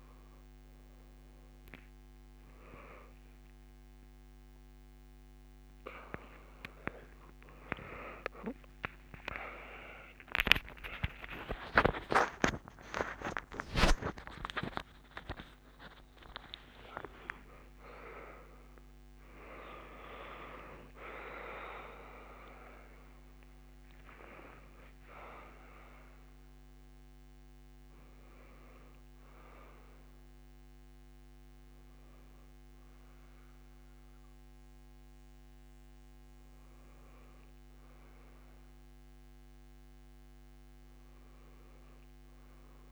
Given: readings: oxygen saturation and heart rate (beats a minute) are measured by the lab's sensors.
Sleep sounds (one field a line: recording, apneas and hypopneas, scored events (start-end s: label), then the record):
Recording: a person partly awake in a sleep study, by a microphone on the trachea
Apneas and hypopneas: none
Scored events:
15.50-42.92 s: new sleep stage, N1 (lightest sleep)
36.50-42.50 s: tachycardia (device-marked, heart rate 30 before, 158 extreme)
From the record:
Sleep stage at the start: awake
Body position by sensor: on the back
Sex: female